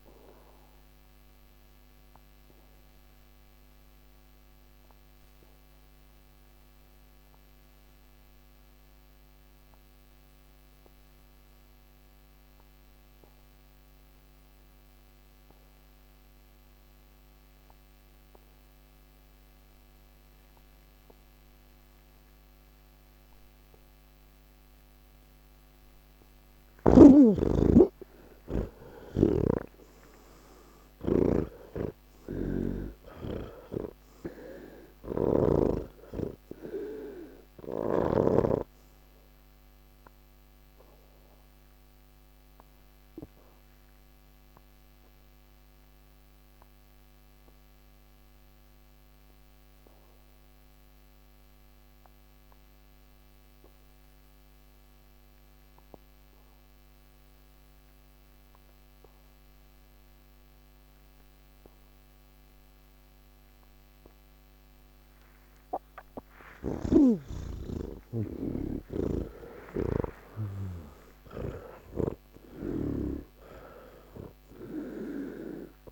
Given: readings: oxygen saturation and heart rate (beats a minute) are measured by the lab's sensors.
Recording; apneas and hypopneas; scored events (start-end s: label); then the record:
breathing in sleep by a microphone on the trachea; 2
0.00-14.00 s: oxygen desaturation (device-marked, oxygen 81% lowest, heart rate 154 extreme)
0.50-25.50 s: obstructive apnea (oxygen 98% before, 79% lowest, heart rate 190 before, 156 extreme, up 7 after)
20.00-56.00 s: oxygen desaturation (device-marked, oxygen 98% before, 79% lowest, heart rate 174 before, 159 extreme)
29.50-33.00 s: snoring (device-marked)
35.00-38.50 s: snoring (device-marked)
39.50-65.50 s: obstructive apnea (oxygen 98% before, 79% lowest, heart rate 192 before, 159 extreme, up 46 after)
58.00-75.91 s: oxygen desaturation (device-marked, oxygen 98% before, 81% lowest, heart rate 191 before, 152 extreme)
69.00-72.50 s: snoring (device-marked)
From the record:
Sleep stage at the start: N3 (deep sleep); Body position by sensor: on the back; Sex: male